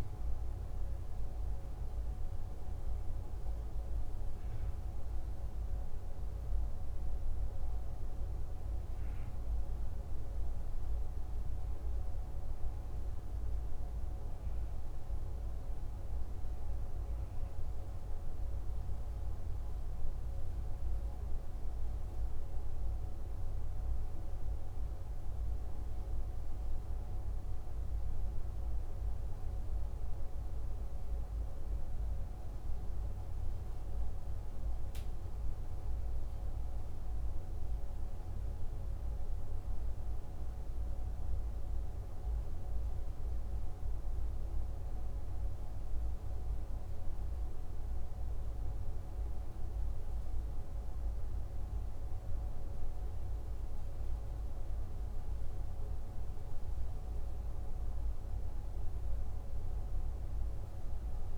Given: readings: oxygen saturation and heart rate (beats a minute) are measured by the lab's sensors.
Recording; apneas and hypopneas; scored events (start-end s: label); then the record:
breathing in sleep, hard to hear, by a room microphone; none
none scored
From the record:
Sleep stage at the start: N2 (light sleep); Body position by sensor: on the back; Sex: male